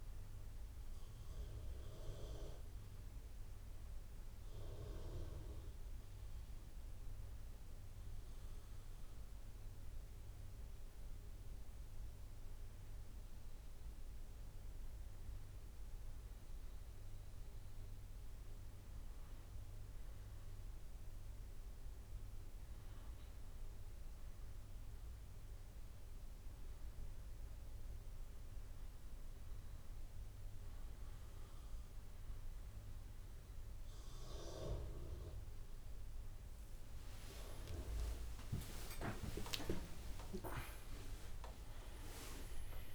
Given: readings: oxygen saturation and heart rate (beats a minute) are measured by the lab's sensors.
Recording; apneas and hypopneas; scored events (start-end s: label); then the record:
breathing in sleep by a room microphone; none
17.50-31.50 s: oxygen desaturation (device-marked, oxygen 98% before, 94% lowest, heart rate 57 before, 65 extreme)
36.00-40.50 s: arousal
39.50-41.50 s: tachycardia (device-marked, heart rate 63 before, 99 extreme)
40.50-42.95 s: drop in pulse transit time (device-marked, heart rate 69 before, 59 extreme)
From the record:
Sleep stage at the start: N2 (light sleep); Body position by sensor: on the back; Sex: male